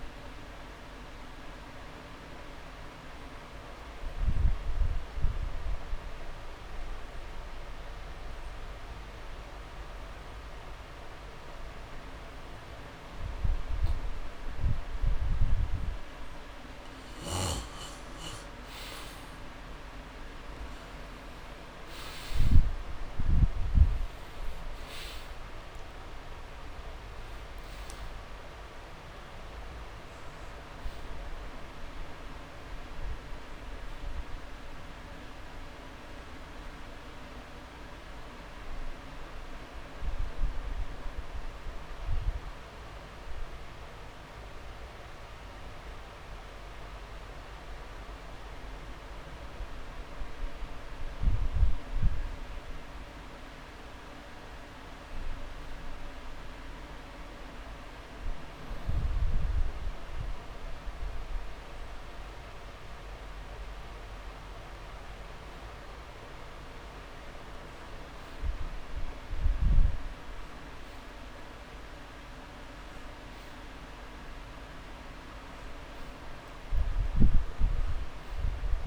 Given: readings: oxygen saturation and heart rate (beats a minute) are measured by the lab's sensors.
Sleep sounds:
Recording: breathing in sleep, hard to hear, by a room microphone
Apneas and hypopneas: 2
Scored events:
2.50-16.50 s: obstructive apnea (oxygen 98% before, 87% lowest)
20.00-23.50 s: arousal
23.00-56.00 s: oxygen desaturation (device-marked, oxygen 97% before, 87% lowest)
35.50-49.00 s: hypopnea (oxygen 97% before, 87% lowest)
55.00-59.00 s: arousal
58.00-60.00 s: long interval between heartbeats (device-marked)
From the record:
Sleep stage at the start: N2 (light sleep)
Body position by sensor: on the back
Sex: male

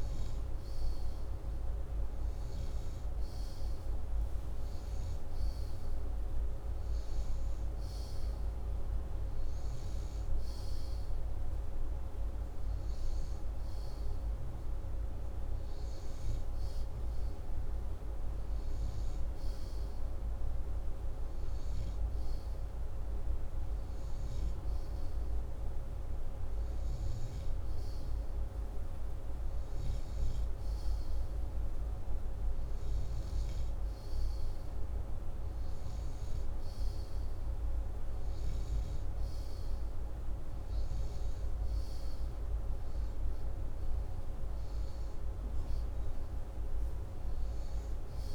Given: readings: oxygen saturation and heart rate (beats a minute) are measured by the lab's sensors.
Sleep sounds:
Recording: breathing in sleep, hard to hear, by a room microphone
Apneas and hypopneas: none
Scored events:
33.50-39.50 s: snoring (device-marked)
From the record:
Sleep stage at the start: N2 (light sleep)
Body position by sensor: upright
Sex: male

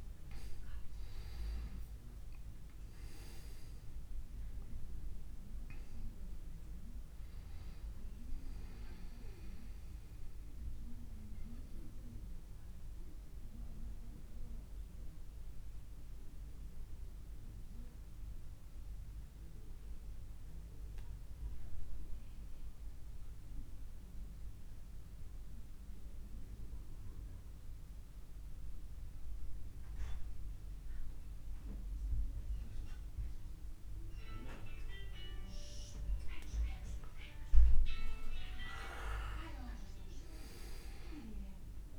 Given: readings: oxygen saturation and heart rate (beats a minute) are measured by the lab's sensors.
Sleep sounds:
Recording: breathing in sleep by a room microphone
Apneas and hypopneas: 1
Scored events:
0.00-26.00 s: oxygen desaturation (device-marked, oxygen 88% lowest)
10.00-37.50 s: obstructive apnea (oxygen 100% before, 88% lowest)
40.00-41.99 s: arousal
From the record:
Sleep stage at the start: N2 (light sleep)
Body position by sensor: on the back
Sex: male

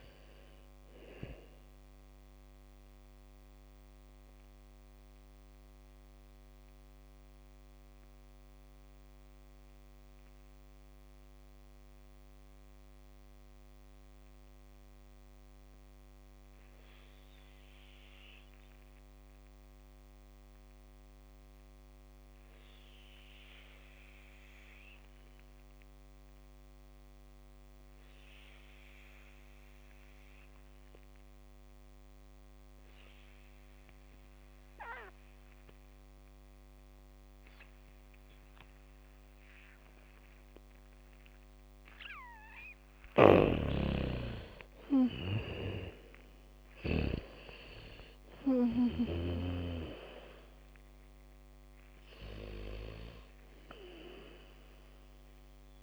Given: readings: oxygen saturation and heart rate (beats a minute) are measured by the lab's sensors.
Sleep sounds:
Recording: breathing in sleep by a microphone on the trachea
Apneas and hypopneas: 1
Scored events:
0.00-12.50 s: oxygen desaturation (device-marked, oxygen 75% lowest, heart rate 51 extreme)
3.00-42.00 s: mixed apnea (oxygen 97% before, 75% lowest, heart rate 65 before, 46 extreme)
25.50-55.83 s: oxygen desaturation (device-marked, oxygen 100% before, 76% lowest, heart rate 77 before, 46 extreme)
42.50-49.50 s: bradycardia (device-marked, heart rate 71 before, 53 extreme)
43.50-50.00 s: snoring (device-marked)
44.50-48.00 s: arousal
From the record:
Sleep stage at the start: N2 (light sleep)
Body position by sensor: on the back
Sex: female

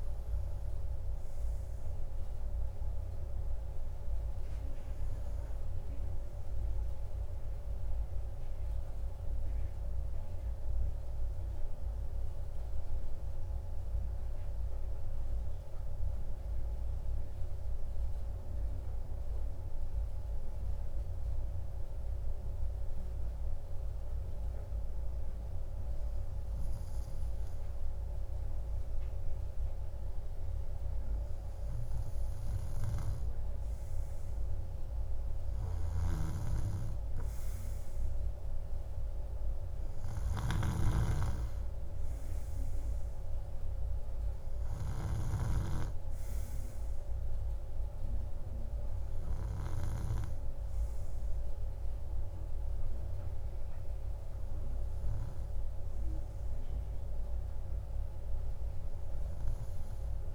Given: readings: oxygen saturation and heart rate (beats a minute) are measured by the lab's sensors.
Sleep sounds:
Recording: breathing in sleep by a room microphone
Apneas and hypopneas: 1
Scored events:
9.00-32.50 s: hypopnea (oxygen 98% before, 96% lowest, heart rate 57 before, 51 extreme, up 1 after)
34.00-38.00 s: arousal
From the record:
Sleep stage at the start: N2 (light sleep)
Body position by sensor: on the right side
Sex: male

